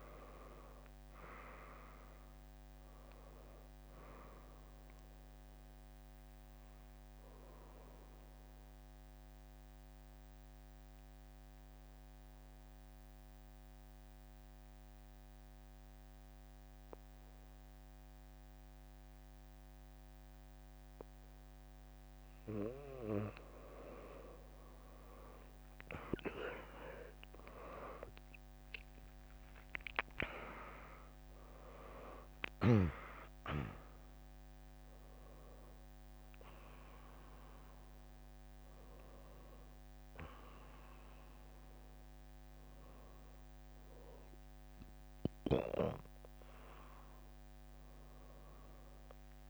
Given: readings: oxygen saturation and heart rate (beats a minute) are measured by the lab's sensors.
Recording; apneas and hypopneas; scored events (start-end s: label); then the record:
breathing in sleep by a microphone on the trachea; 1
3.00-15.00 s: drop in pulse transit time (device-marked, heart rate 76 before, 74 extreme)
4.50-22.50 s: mixed apnea (oxygen 100% before, 96% lowest, heart rate 75 before, 59 extreme, up 13 after)
19.00-21.00 s: bradycardia (device-marked, heart rate 77 before, 66 extreme)
24.00-29.00 s: arousal
29.00-39.00 s: drop in pulse transit time (device-marked, heart rate 72 before, 66 extreme)
33.00-47.00 s: oxygen desaturation (device-marked, oxygen 100% before, 96% lowest, heart rate 70 before, 60 extreme)
48.50-49.50 s: arousal
From the record:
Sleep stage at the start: N2 (light sleep); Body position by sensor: on the back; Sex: female